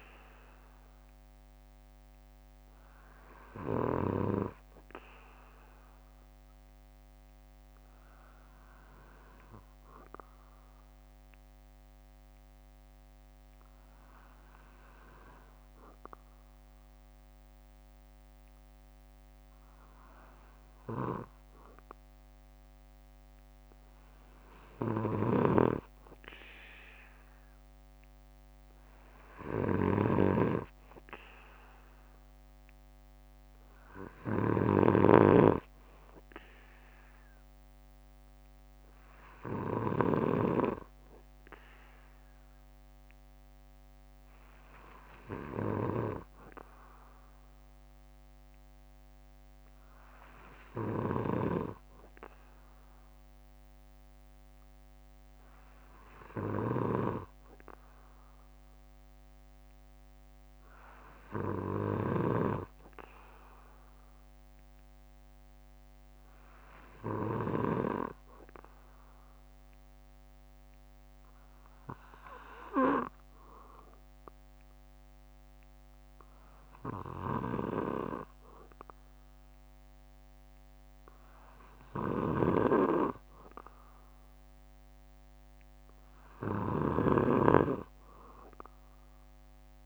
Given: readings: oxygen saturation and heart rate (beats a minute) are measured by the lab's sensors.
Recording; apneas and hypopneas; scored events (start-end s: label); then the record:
breathing in sleep by a microphone on the trachea; 1
0.00-13.50 s: bradycardia (device-marked, heart rate 58 extreme)
1.00-4.00 s: arousal
8.00-21.50 s: hypopnea (oxygen 95% before, 94% lowest, heart rate 60 before, 57 extreme, up 10 after)
16.50-18.50 s: bradycardia (device-marked, heart rate 60 before, 59 extreme)
19.50-21.50 s: bradycardia (device-marked, heart rate 60 before, 59 extreme)
24.00-27.00 s: arousal
30.00-35.50 s: snoring (device-marked)
33.50-35.50 s: bradycardia (device-marked, heart rate 60 before, 59 extreme)
40.50-46.50 s: bradycardia (device-marked, heart rate 60 before, 59 extreme)
51.50-57.50 s: bradycardia (device-marked, heart rate 60 before, 59 extreme)
59.50-63.50 s: bradycardia (device-marked, heart rate 60 before, 58 extreme)
75.50-77.50 s: bradycardia (device-marked, heart rate 60 before, 61 extreme)
81.50-83.50 s: bradycardia (device-marked, heart rate 60 before, 61 extreme)
84.50-87.50 s: bradycardia (device-marked, heart rate 60 before, 59 extreme)
From the record:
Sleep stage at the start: N2 (light sleep); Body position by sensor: on the back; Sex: male